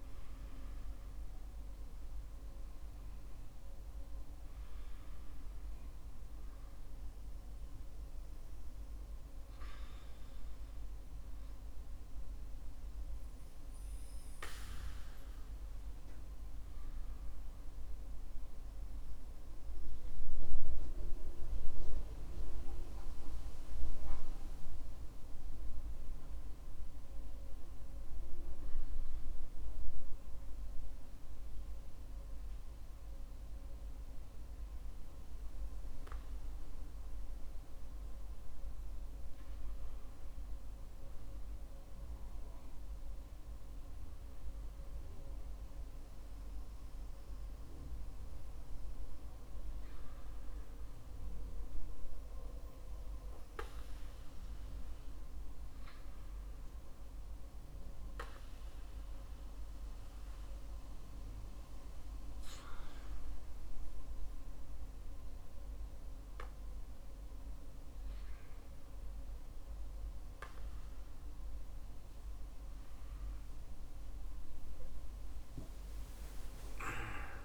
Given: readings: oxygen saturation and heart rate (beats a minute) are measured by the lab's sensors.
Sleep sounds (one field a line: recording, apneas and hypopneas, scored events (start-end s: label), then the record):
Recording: breathing in sleep by a room microphone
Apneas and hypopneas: 1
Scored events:
27.50-38.50 s: obstructive apnea (oxygen 97% before, 95% lowest, heart rate 57 before, 51 extreme, up 10 after)
40.50-44.50 s: arousal
From the record:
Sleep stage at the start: N2 (light sleep)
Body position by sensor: on the back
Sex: male